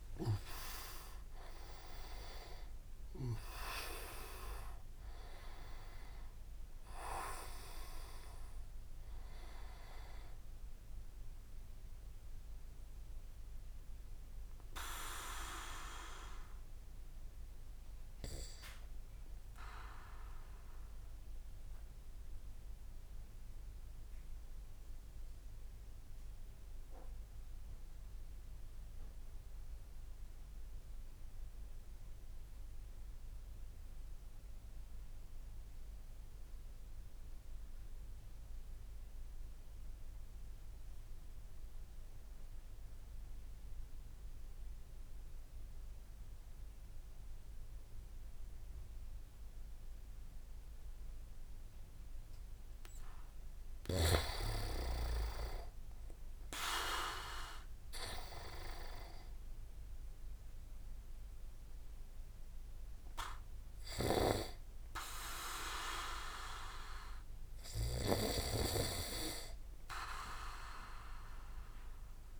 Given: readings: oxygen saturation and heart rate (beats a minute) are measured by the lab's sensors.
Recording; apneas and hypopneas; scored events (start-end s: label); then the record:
breathing in sleep by a room microphone; 1
0.00-1.00 s: arousal
0.00-1.00 s: leg movement (device-marked)
0.00-10.50 s: oxygen desaturation (device-marked, oxygen 93% lowest)
12.50-53.00 s: obstructive apnea (oxygen 98% before, 92% lowest)
47.50-66.50 s: oxygen desaturation (device-marked, oxygen 99% before, 94% lowest)
56.50-61.00 s: arousal
63.50-68.00 s: snoring (device-marked)
From the record:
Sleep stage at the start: N2 (light sleep); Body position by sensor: on the back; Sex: male